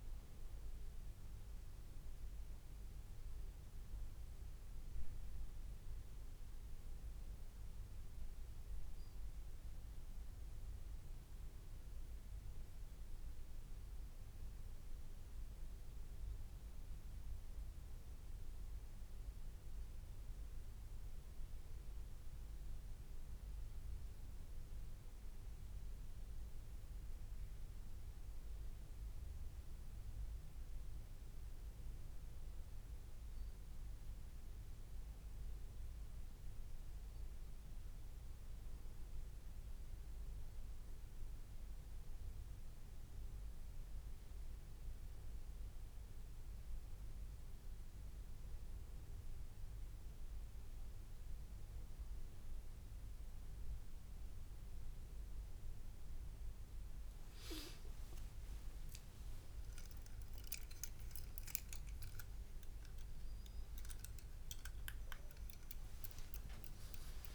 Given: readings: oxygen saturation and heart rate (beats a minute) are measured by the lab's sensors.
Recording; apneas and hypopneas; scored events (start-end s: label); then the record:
breathing in sleep, hard to hear, by a room microphone; none
55.50-67.35 s: new sleep stage, awake
From the record:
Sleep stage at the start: N2 (light sleep); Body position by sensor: on the back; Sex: male